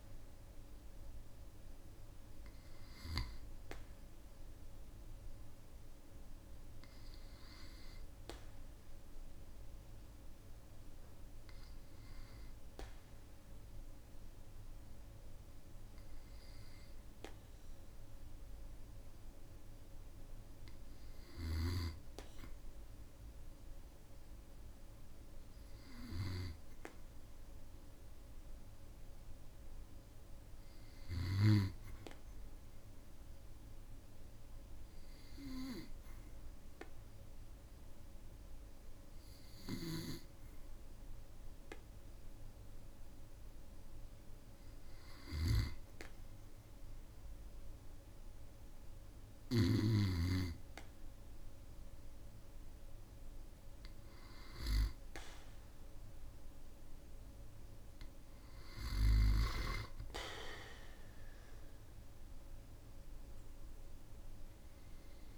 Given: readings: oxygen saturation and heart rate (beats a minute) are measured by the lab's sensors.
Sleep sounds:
breathing in sleep by a room microphone; 1
30.50-44.00 s: obstructive apnea (oxygen 97% before, 94% lowest, heart rate 55 before, 55 extreme, up 1 after)
46.00-48.50 s: arousal
From the record:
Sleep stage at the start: N2 (light sleep); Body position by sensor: on the back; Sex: male

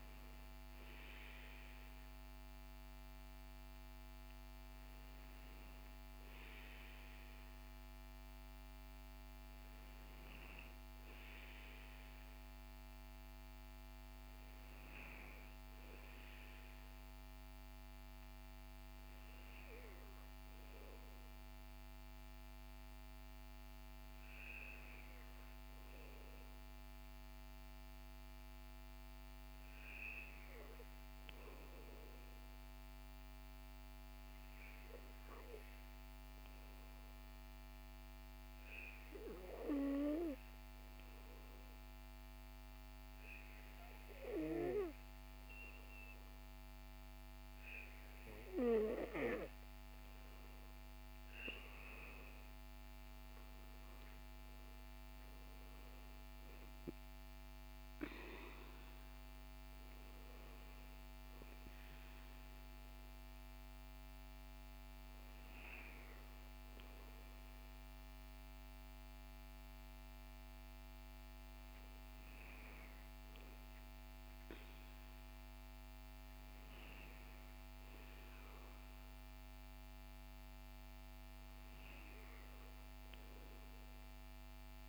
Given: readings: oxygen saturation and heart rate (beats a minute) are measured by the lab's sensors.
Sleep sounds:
breathing in sleep by a microphone on the trachea; 1
33.00-48.00 s: hypopnea (oxygen 98% before, 94% lowest, heart rate 56 before, 47 extreme, up 13 after)
50.00-53.00 s: arousal
From the record:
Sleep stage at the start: N2 (light sleep); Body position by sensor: on the back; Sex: male

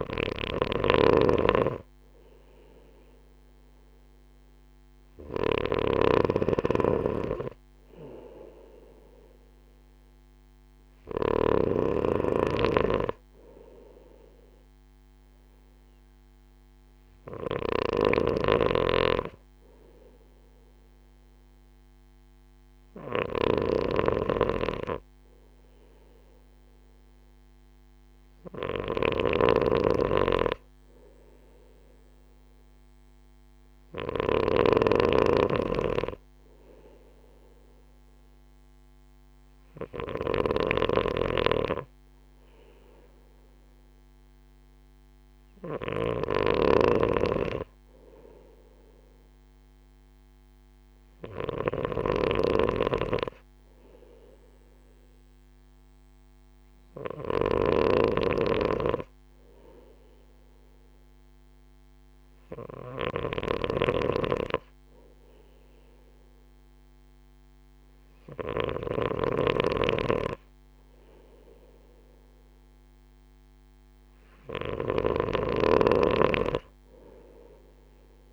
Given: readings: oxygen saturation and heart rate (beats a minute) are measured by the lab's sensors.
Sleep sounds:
breathing in sleep by a microphone on the trachea; none
0.00-11.50 s: snoring (device-marked)
18.00-78.33 s: snoring (device-marked)
From the record:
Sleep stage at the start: N2 (light sleep); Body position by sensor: on the right side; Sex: male

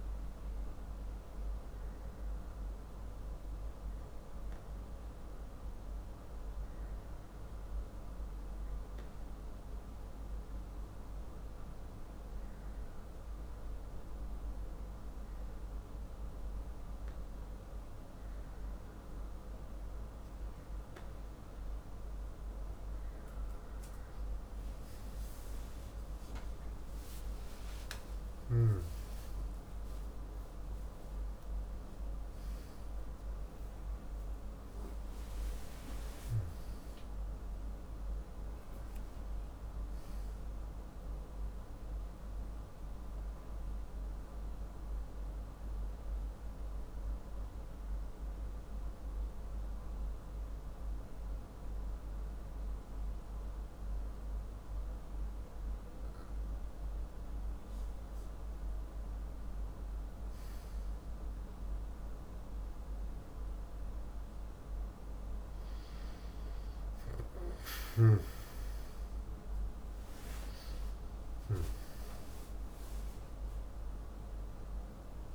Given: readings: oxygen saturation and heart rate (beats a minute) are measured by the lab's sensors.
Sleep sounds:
breathing in sleep, hard to hear, by a room microphone; 1
25.50-30.50 s: arousal
46.00-57.50 s: obstructive apnea (oxygen 96% before, 93% lowest, heart rate 103 before, 58 extreme)
60.50-65.00 s: arousal
66.00-75.35 s: oxygen desaturation (device-marked, oxygen 96% before, 93% lowest, heart rate 102 before, 49 extreme)
From the record:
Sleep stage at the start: N2 (light sleep); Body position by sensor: on the back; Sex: male

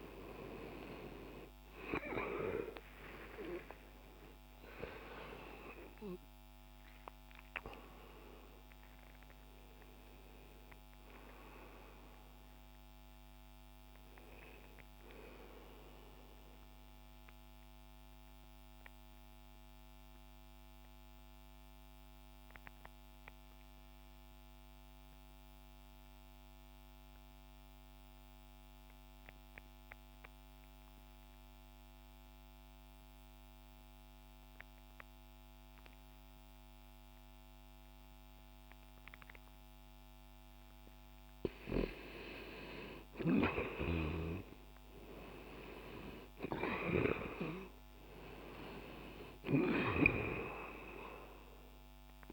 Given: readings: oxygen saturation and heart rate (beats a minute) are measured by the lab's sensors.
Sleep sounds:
breathing in sleep by a microphone on the trachea; 1
0.00-35.50 s: oxygen desaturation (device-marked, oxygen 85% lowest, heart rate 59 extreme)
2.50-8.50 s: arousal
16.50-40.00 s: mixed apnea (oxygen 97% before, 85% lowest, heart rate 66 before, 60 extreme, up 0 after)
40.50-52.32 s: oxygen desaturation (device-marked, oxygen 97% before, 85% lowest, heart rate 60 before, 60 extreme)
43.00-47.00 s: arousal
From the record:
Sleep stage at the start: N2 (light sleep); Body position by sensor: on the left side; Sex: male

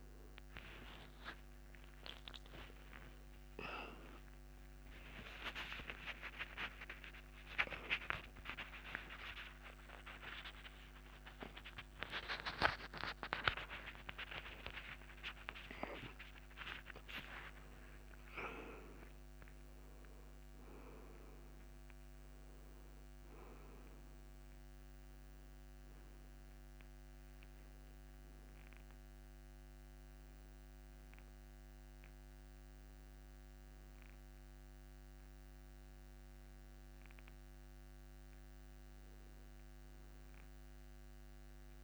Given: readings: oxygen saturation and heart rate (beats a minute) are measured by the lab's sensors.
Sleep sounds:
a person awake in a sleep study, by a microphone on the trachea; none
3.00-33.00 s: new sleep stage, awake
33.00-41.84 s: new sleep stage, N1 (lightest sleep)
From the record:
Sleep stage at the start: N2 (light sleep); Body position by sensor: on the back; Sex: male

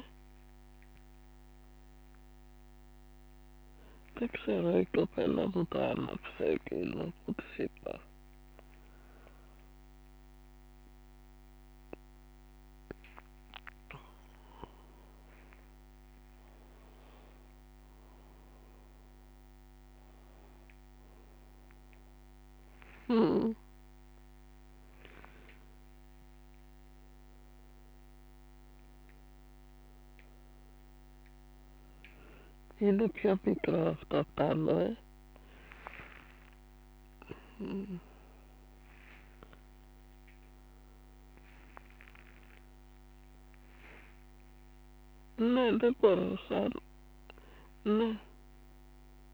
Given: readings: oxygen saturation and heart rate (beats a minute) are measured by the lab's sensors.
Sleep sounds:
a person awake in a sleep study, by a microphone on the trachea; none
none scored
From the record:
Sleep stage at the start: awake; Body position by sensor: on the back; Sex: female

